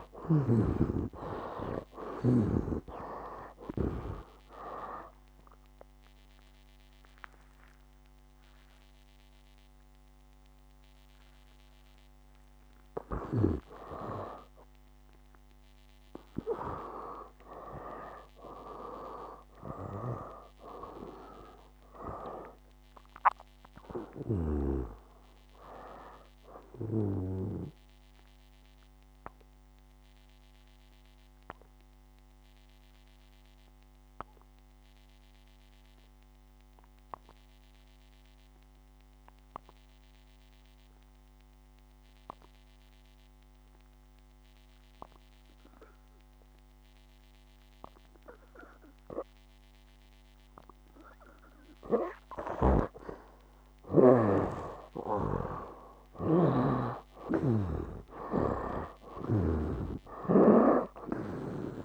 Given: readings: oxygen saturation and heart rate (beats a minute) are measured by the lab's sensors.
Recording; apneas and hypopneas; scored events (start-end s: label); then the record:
breathing in sleep by a microphone on the trachea; 1
0.00-32.50 s: oxygen desaturation (device-marked, oxygen 71% lowest, heart rate 59 extreme)
3.50-7.50 s: arousal
5.50-11.50 s: tachycardia (device-marked, heart rate 66 before, 113 extreme)
9.00-11.00 s: long interval between heartbeats (device-marked, heart rate 69 before, 109 extreme)
22.50-24.50 s: long interval between heartbeats (device-marked, heart rate 93 before, 98 extreme)
29.50-52.50 s: obstructive apnea (oxygen 87% before, 78% lowest, heart rate 96 before, 58 extreme, up 10 after)
45.50-61.85 s: oxygen desaturation (device-marked, oxygen 99% before, 78% lowest, heart rate 71 before, 57 extreme)
52.50-60.00 s: snoring (device-marked)
56.50-61.00 s: arousal
From the record:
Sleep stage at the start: N2 (light sleep); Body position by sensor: on the back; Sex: male